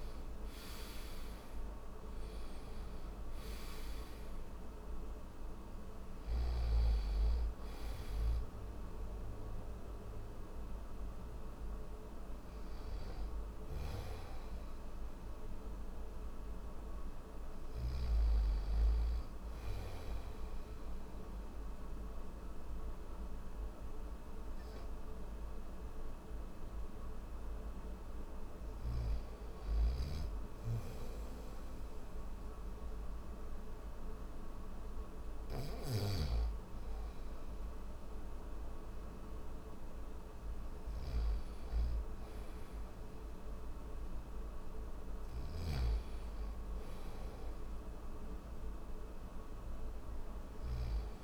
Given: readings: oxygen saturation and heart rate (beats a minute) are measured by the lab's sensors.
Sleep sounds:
breathing in sleep, hard to hear, by a room microphone; none
0.00-21.00 s: oxygen desaturation (device-marked, oxygen 88% lowest)
13.00-17.50 s: snoring (device-marked)
35.00-50.50 s: snoring (device-marked)
From the record:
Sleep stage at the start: N3 (deep sleep); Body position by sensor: on the back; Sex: male

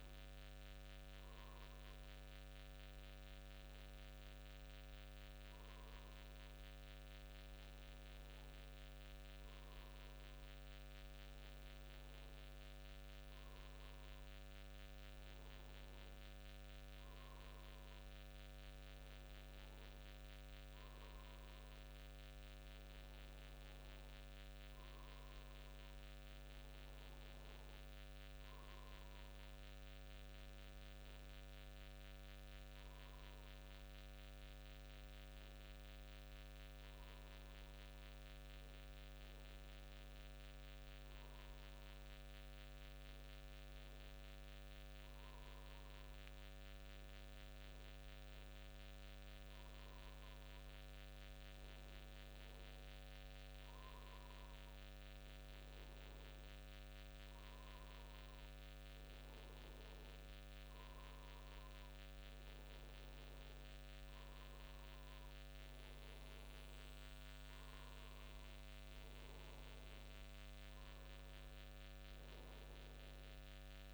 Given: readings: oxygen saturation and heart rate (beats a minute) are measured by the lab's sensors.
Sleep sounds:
breathing in sleep, hard to hear, by a microphone on the trachea; none
none scored
From the record:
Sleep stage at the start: N2 (light sleep); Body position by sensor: on the front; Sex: male

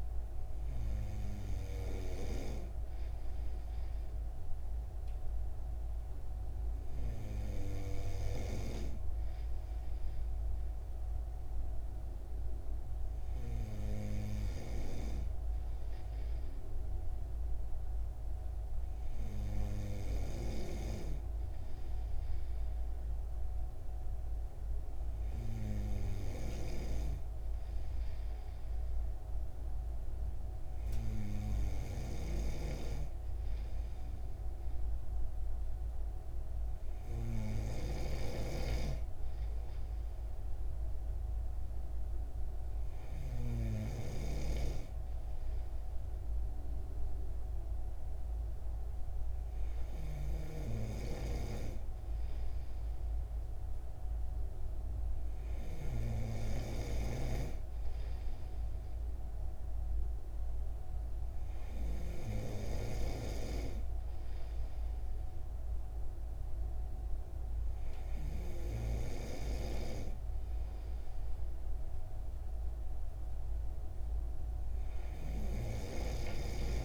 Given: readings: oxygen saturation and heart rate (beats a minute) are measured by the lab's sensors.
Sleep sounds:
breathing in sleep by a room microphone; none
none scored
From the record:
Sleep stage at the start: N2 (light sleep); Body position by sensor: on the right side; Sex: male

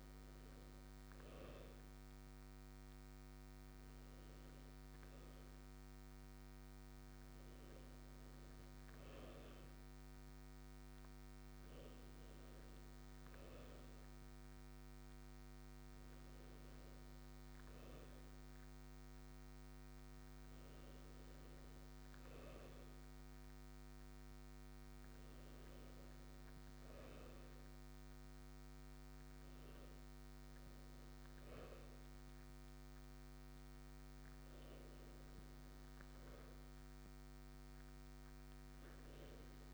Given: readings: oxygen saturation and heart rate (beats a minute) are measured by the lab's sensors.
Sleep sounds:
breathing in sleep, hard to hear, by a microphone on the trachea; none
none scored
From the record:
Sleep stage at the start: N2 (light sleep); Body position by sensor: on the right side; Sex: male

